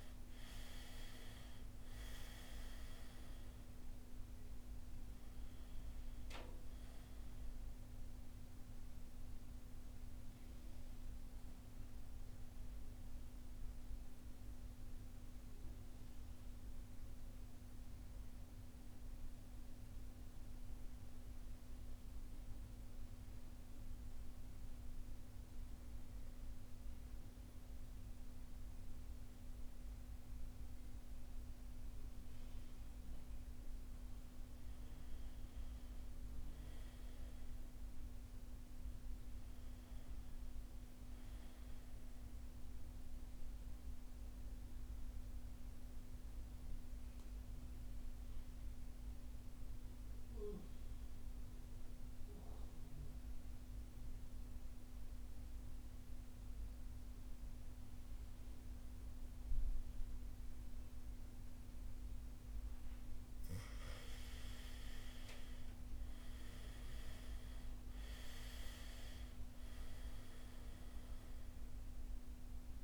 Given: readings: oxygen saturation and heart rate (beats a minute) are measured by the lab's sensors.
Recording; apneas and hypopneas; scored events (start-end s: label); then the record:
breathing in sleep, hard to hear, by a room microphone; 2
0.00-27.00 s: oxygen desaturation (device-marked, oxygen 89% lowest, heart rate 53 extreme)
13.00-32.50 s: mixed apnea (oxygen 98% before, 89% lowest, heart rate 62 before, 53 extreme, up 8 after)
35.00-38.00 s: arousal
39.00-57.00 s: oxygen desaturation (device-marked, oxygen 99% before, 94% lowest, heart rate 56 before, 52 extreme)
45.00-61.50 s: central apnea (oxygen 99% before, 89% lowest, heart rate 59 before, 51 extreme, up 9 after)
64.00-67.50 s: arousal
65.00-72.83 s: oxygen desaturation (device-marked, oxygen 98% before, 89% lowest, heart rate 55 before, 51 extreme)
From the record:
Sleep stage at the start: N2 (light sleep); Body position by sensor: on the back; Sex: male